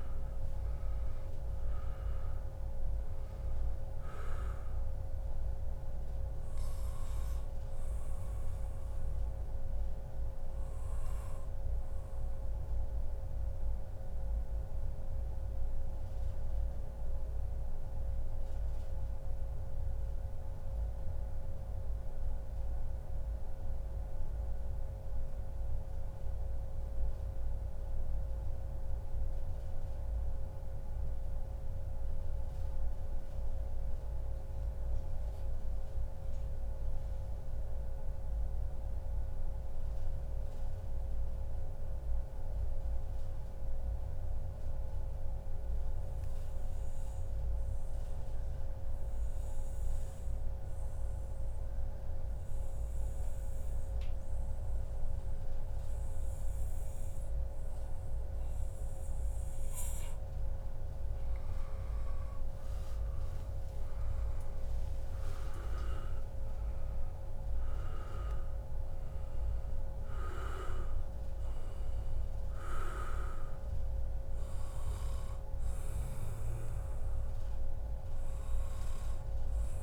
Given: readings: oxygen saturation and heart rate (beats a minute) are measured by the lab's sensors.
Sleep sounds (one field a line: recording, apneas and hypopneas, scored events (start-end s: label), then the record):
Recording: breathing in sleep, hard to hear, by a room microphone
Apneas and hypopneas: 1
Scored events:
0.00-13.00 s: oxygen desaturation (device-marked, oxygen 91% lowest, heart rate 108 extreme)
10.50-59.00 s: mixed apnea (oxygen 96% before, 89% lowest, heart rate 137 before, 99 extreme, up 36 after)
13.50-15.50 s: long interval between heartbeats (device-marked, heart rate 140 before, 125 extreme)
34.00-36.00 s: long interval between heartbeats (device-marked, heart rate 120 before, 117 extreme)
45.00-47.00 s: long interval between heartbeats (device-marked, heart rate 115 before, 99 extreme)
51.00-79.83 s: oxygen desaturation (device-marked, oxygen 98% before, 89% lowest, heart rate 109 before, 89 extreme)
62.00-66.50 s: arousal
From the record:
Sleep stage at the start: N2 (light sleep)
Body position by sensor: on the back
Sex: male